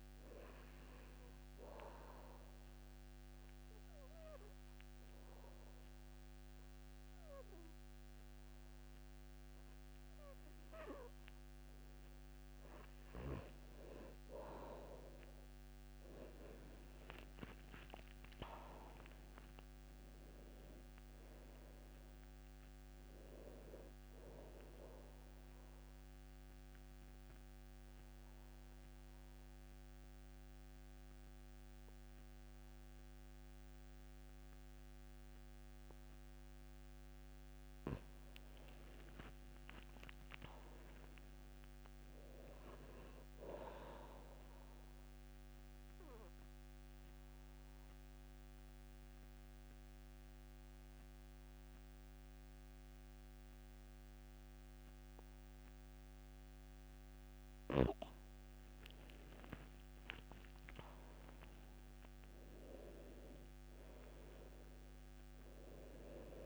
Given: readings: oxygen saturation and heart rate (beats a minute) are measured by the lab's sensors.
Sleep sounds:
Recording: breathing in sleep by a microphone on the trachea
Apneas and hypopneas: 3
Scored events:
0.00-11.50 s: oxygen desaturation (device-marked, oxygen 89% lowest, heart rate 72 extreme)
1.00-12.00 s: obstructive apnea (oxygen 99% before, 87% lowest, heart rate 73 before, 72 extreme, up 5 after)
14.00-16.50 s: arousal
17.50-35.50 s: oxygen desaturation (device-marked, oxygen 95% before, 87% lowest, heart rate 75 before, 72 extreme)
25.50-36.00 s: obstructive apnea (oxygen 98% before, 87% lowest, heart rate 78 before, 72 extreme, up 9 after)
40.00-42.50 s: arousal
44.50-56.50 s: obstructive apnea (oxygen 99% before, 85% lowest, heart rate 77 before, 73 extreme, up 8 after)
49.50-56.50 s: oxygen desaturation (device-marked, oxygen 98% before, 91% lowest, heart rate 76 before, 73 extreme)
60.50-64.50 s: arousal
61.50-66.46 s: oxygen desaturation (device-marked, oxygen 97% before, 87% lowest, heart rate 77 before, 67 extreme)
From the record:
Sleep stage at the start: N2 (light sleep)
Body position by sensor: on the back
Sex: male

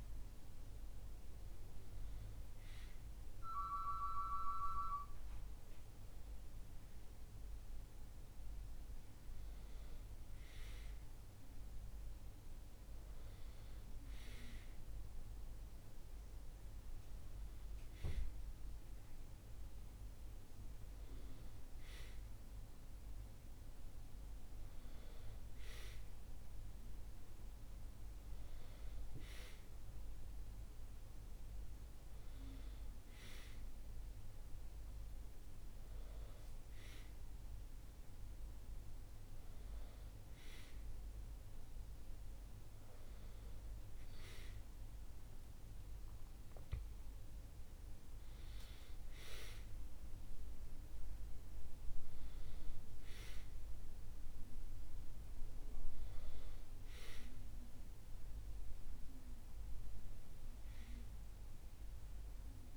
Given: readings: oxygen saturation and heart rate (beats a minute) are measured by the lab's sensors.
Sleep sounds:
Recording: breathing in sleep by a room microphone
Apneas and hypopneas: none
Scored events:
none scored
From the record:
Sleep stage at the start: N1 (lightest sleep)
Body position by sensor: on the back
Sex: male

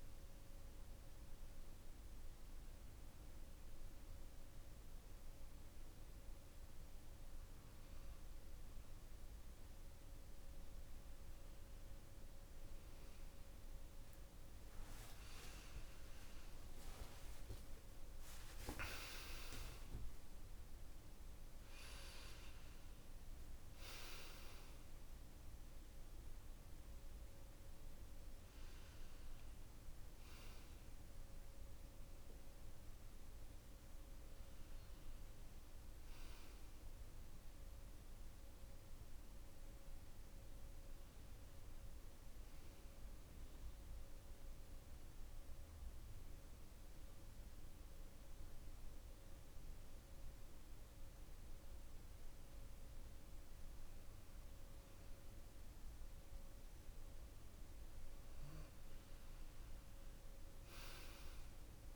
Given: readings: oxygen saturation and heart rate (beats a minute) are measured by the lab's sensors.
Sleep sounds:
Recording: a person partly awake in a sleep study, hard to hear, by a room microphone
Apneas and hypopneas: none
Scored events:
16.50-61.95 s: new sleep stage, N2 (light sleep)
57.50-61.95 s: oxygen desaturation (device-marked, oxygen 97% before, 93% lowest, heart rate 100 before, 58 extreme)
From the record:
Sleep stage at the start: awake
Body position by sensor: on the back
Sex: male

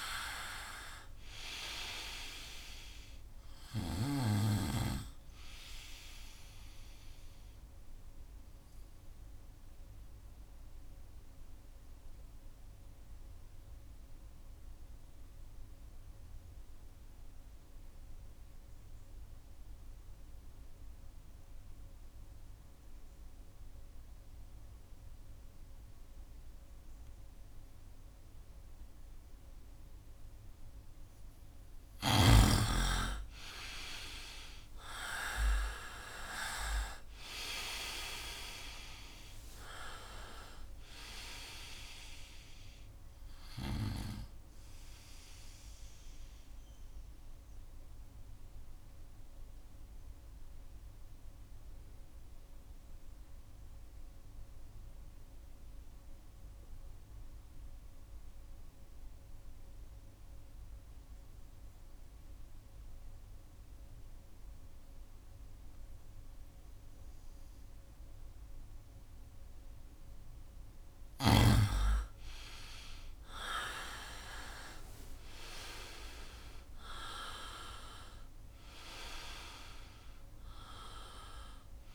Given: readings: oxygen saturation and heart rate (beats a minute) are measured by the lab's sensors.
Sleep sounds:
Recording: breathing in sleep by a room microphone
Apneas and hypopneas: 2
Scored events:
1.50-26.50 s: oxygen desaturation (device-marked, oxygen 98% before, 89% lowest, heart rate 68 before, 63 extreme)
7.50-31.00 s: obstructive apnea (oxygen 98% before, 87% lowest, heart rate 68 before, 64 extreme, up 5 after)
28.50-65.50 s: oxygen desaturation (device-marked, oxygen 98% before, 87% lowest, heart rate 67 before, 64 extreme)
32.50-37.50 s: arousal
46.00-69.50 s: mixed apnea (oxygen 98% before, 86% lowest, heart rate 71 before, 62 extreme, up 5 after)
71.50-77.00 s: arousal
78.50-81.95 s: oxygen desaturation (device-marked, oxygen 97% before, 86% lowest, heart rate 68 before, 61 extreme)
From the record:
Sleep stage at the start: N2 (light sleep)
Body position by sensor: on the right side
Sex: male

